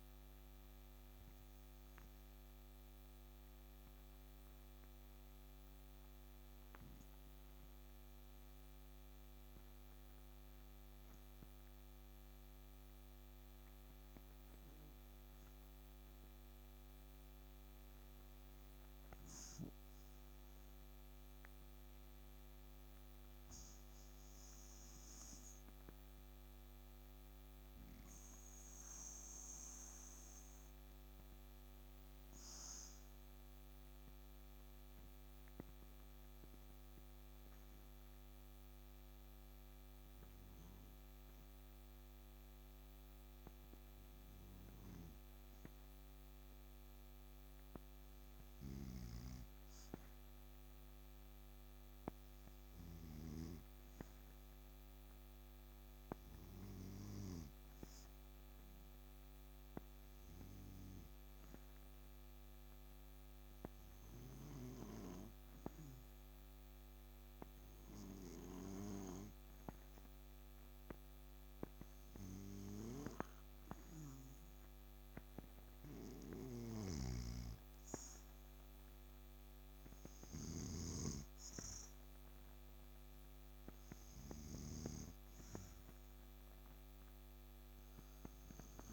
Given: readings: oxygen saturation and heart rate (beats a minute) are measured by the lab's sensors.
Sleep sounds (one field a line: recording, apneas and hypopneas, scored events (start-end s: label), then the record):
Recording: breathing in sleep by a microphone on the trachea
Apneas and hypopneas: 1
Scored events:
5.50-17.00 s: obstructive apnea (oxygen 99% before, 94% lowest, heart rate 81 before, 63 extreme, up 4 after)
18.50-36.50 s: oxygen desaturation (device-marked, oxygen 99% before, 95% lowest, heart rate 67 before, 66 extreme)
19.00-22.50 s: arousal
51.50-63.50 s: oxygen desaturation (device-marked, oxygen 98% before, 94% lowest, heart rate 67 before, 68 extreme)
From the record:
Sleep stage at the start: N2 (light sleep)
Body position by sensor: on the back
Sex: male